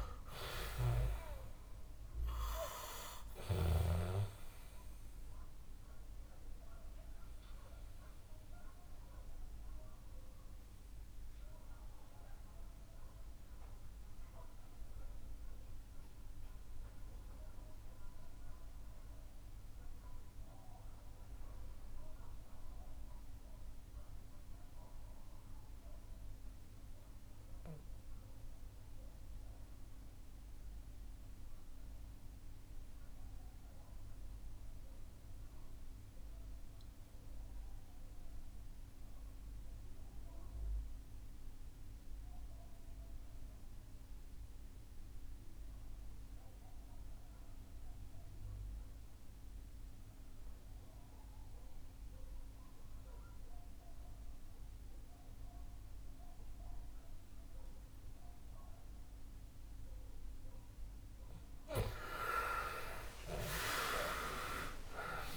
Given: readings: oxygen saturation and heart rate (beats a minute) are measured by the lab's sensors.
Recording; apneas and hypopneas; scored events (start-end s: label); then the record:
breathing in sleep by a room microphone; 1
0.00-2.00 s: arousal
0.00-3.00 s: snoring (device-marked)
0.00-23.50 s: oxygen desaturation (device-marked, oxygen 91% lowest, heart rate 58 extreme)
7.00-58.00 s: obstructive apnea (oxygen 98% before, 80% lowest, heart rate 65 before, 56 extreme, up 20 after)
48.50-65.37 s: oxygen desaturation (device-marked, oxygen 97% before, 80% lowest, heart rate 61 before, 56 extreme)
61.00-65.37 s: arousal
From the record:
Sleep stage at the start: REM sleep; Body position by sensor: on the back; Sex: male